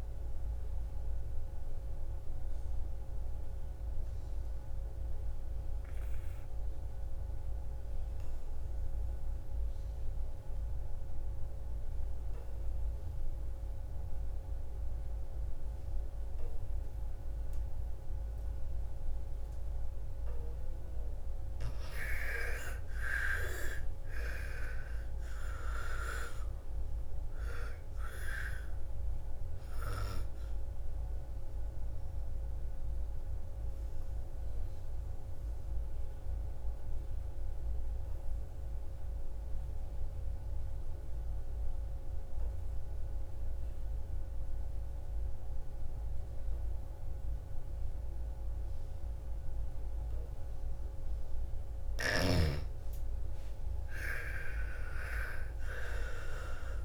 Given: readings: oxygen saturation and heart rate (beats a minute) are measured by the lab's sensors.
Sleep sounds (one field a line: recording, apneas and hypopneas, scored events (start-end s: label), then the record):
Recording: breathing in sleep by a room microphone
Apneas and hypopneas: 2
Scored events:
0.00-10.00 s: oxygen desaturation (device-marked, oxygen 79% lowest, heart rate 56 extreme)
1.50-21.00 s: mixed apnea (oxygen 98% before, 79% lowest, heart rate 64 before, 55 extreme, up 15 after)
22.00-26.50 s: arousal
23.00-41.00 s: oxygen desaturation (device-marked, oxygen 99% before, 84% lowest, heart rate 61 before, 55 extreme)
31.50-51.00 s: obstructive apnea (oxygen 99% before, 84% lowest, heart rate 62 before, 55 extreme, up 13 after)
52.00-56.84 s: oxygen desaturation (device-marked, oxygen 99% before, 85% lowest, heart rate 58 before, 55 extreme)
52.50-56.84 s: arousal
From the record:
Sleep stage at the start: N2 (light sleep)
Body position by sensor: on the back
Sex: female